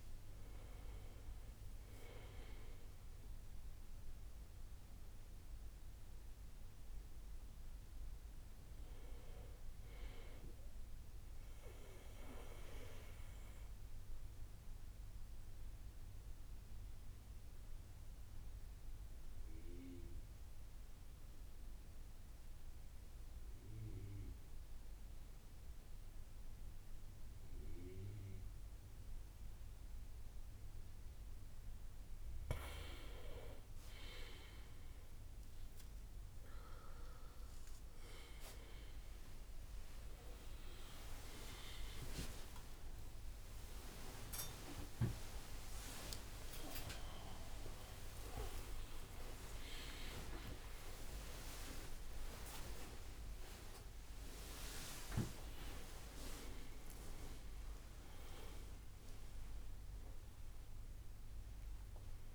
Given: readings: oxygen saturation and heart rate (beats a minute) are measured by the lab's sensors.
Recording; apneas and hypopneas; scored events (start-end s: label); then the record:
a person partly awake in a sleep study, by a room microphone; 1
0.00-2.00 s: arousal
0.00-9.50 s: drop in pulse transit time (device-marked, heart rate 62 extreme)
0.00-18.50 s: oxygen desaturation (device-marked, oxygen 92% lowest, heart rate 56 extreme)
12.50-16.50 s: bradycardia (device-marked, heart rate 62 before, 58 extreme)
14.00-32.00 s: mixed apnea (oxygen 98% before, 92% lowest, heart rate 73 before, 59 extreme, up 8 after)
25.50-27.50 s: bradycardia (device-marked, heart rate 61 before, 59 extreme)
25.50-55.50 s: new sleep stage, awake
35.50-56.50 s: oxygen desaturation (device-marked, oxygen 98% before, 92% lowest, heart rate 60 before, 69 extreme)
42.50-44.50 s: long interval between heartbeats (device-marked, heart rate 62 before, 79 extreme)
42.50-60.50 s: tachycardia (device-marked, heart rate 61 before, 173 extreme)
45.50-47.50 s: long interval between heartbeats (device-marked, heart rate 66 before, 110 extreme)
47.50-49.50 s: long interval between heartbeats (device-marked, heart rate 71 before, 125 extreme)
48.50-61.50 s: drop in pulse transit time (device-marked, heart rate 74 before, 117 extreme)
49.50-51.50 s: long interval between heartbeats (device-marked, heart rate 79 before, 158 extreme)
53.50-55.50 s: long interval between heartbeats (device-marked, heart rate 99 before, 167 extreme)
55.50-62.34 s: new sleep stage, N1 (lightest sleep)
60.50-62.34 s: long interval between heartbeats (device-marked, heart rate 131 before, 105 extreme)
From the record:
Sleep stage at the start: N1 (lightest sleep); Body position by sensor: on the left side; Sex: male